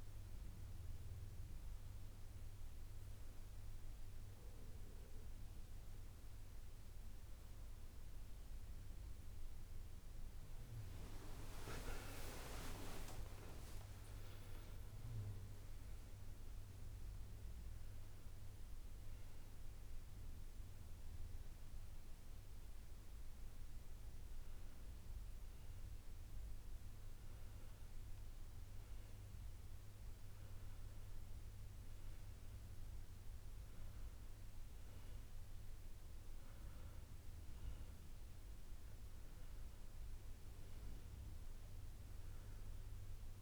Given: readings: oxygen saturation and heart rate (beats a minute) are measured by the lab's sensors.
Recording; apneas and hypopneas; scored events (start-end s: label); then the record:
a person partly awake in a sleep study, by a room microphone; none
19.50-43.41 s: new sleep stage, N1 (lightest sleep)
30.50-36.50 s: bradycardia (device-marked, heart rate 78 before, 59 extreme)
From the record:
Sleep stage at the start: awake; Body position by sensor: on the back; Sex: male